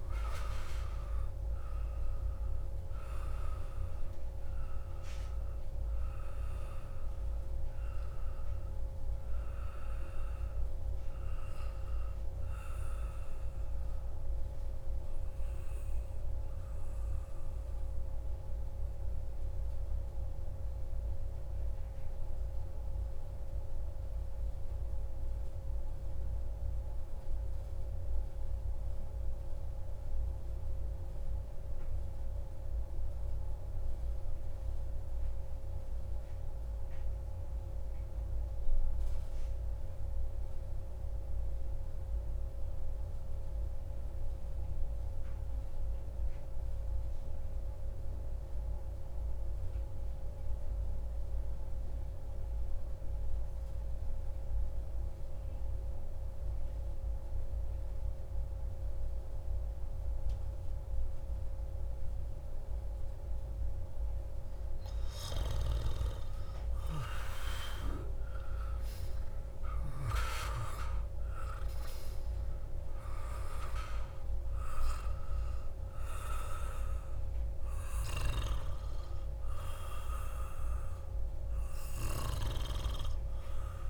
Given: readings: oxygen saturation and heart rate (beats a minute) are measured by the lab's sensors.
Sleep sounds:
breathing in sleep by a room microphone; 1
0.00-17.00 s: oxygen desaturation (device-marked, oxygen 89% lowest)
13.50-63.50 s: mixed apnea (oxygen 94% before, 88% lowest)
48.00-83.90 s: oxygen desaturation (device-marked, oxygen 97% before, 88% lowest)
65.50-70.50 s: arousal
From the record:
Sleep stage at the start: N2 (light sleep); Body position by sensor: on the back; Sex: male

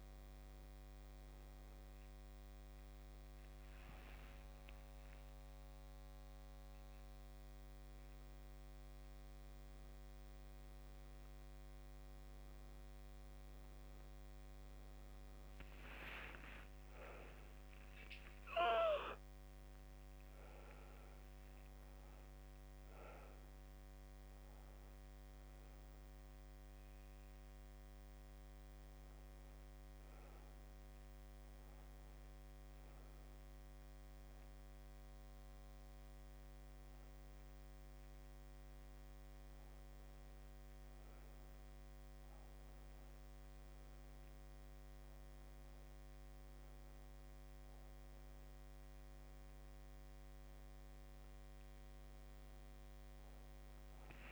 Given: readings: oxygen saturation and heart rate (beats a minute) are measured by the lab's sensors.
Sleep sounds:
a person awake in a sleep study, hard to hear, by a microphone on the trachea; none
none scored
From the record:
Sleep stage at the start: awake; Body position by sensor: on the back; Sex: female

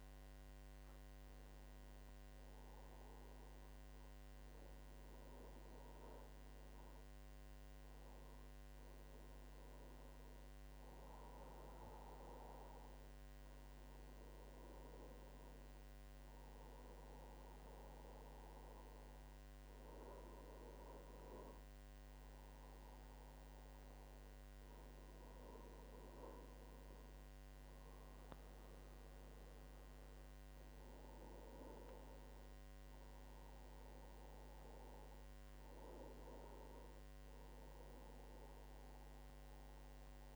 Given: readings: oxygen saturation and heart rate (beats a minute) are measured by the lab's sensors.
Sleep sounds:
breathing in sleep by a microphone on the trachea; none
11.00-40.36 s: new sleep stage, N2 (light sleep)
From the record:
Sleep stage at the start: N1 (lightest sleep); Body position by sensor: on the back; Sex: male

